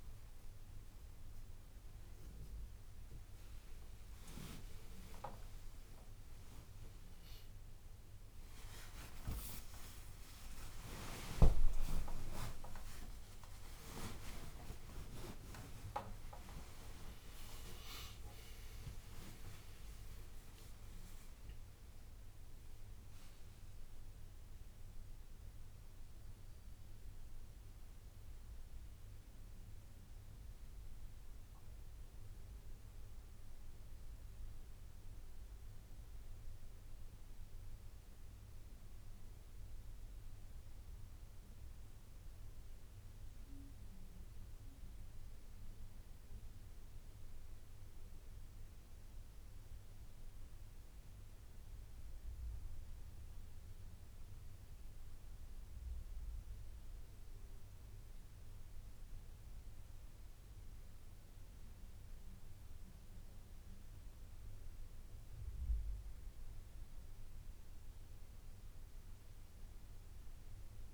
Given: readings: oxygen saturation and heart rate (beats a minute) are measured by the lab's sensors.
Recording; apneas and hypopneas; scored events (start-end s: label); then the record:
a person awake in a sleep study, by a room microphone; none
40.00-70.94 s: new sleep stage, N1 (lightest sleep)
From the record:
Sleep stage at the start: awake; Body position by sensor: on the right side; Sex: male